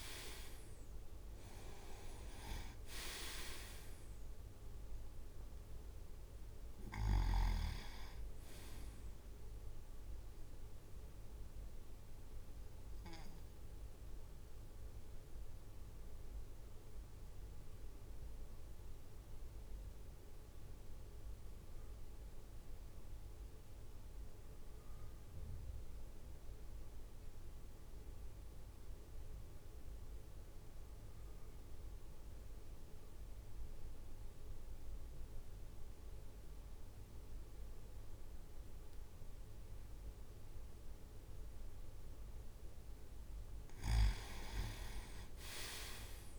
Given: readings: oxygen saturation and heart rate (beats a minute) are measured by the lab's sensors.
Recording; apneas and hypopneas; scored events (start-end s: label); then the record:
breathing in sleep by a room microphone; 1
1.00-14.00 s: drop in pulse transit time (device-marked, heart rate 53 before, 54 extreme)
11.00-41.50 s: obstructive apnea (oxygen 99% before, 94% lowest, heart rate 56 before, 51 extreme, up 5 after)
45.00-46.39 s: arousal
From the record:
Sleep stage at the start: N2 (light sleep); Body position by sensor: on the right side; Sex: male